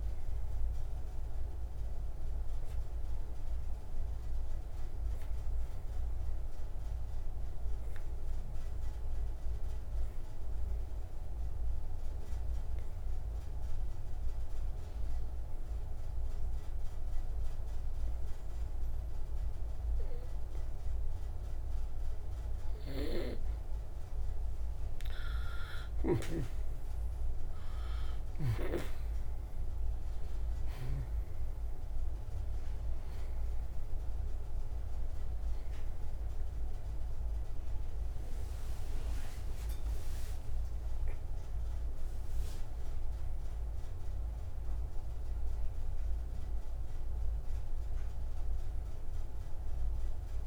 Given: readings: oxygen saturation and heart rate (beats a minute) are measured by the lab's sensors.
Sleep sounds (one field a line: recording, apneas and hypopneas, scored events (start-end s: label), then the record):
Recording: breathing in sleep by a room microphone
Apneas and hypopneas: 1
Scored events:
7.50-23.00 s: obstructive apnea (oxygen 97% before, 86% lowest, heart rate 115 before, 97 extreme, up 22 after)
26.50-30.50 s: arousal
29.50-50.47 s: oxygen desaturation (device-marked, oxygen 95% before, 86% lowest, heart rate 103 before, 83 extreme)
From the record:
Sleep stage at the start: N2 (light sleep)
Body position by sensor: on the right side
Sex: male